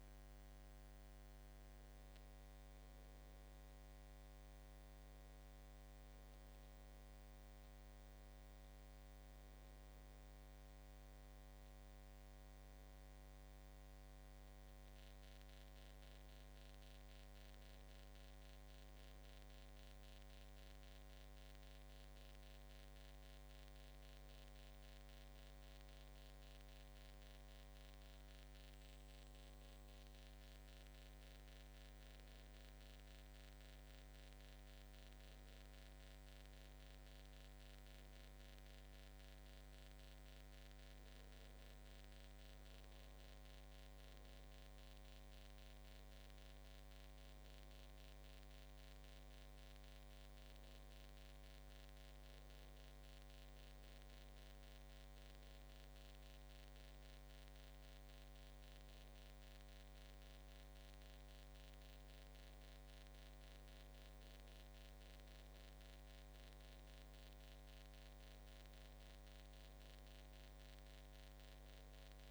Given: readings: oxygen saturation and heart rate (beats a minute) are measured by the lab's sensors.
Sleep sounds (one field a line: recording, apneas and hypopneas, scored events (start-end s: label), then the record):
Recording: breathing in sleep, hard to hear, by a microphone on the trachea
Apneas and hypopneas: none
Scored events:
none scored
From the record:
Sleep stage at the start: N2 (light sleep)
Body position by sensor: on the back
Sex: male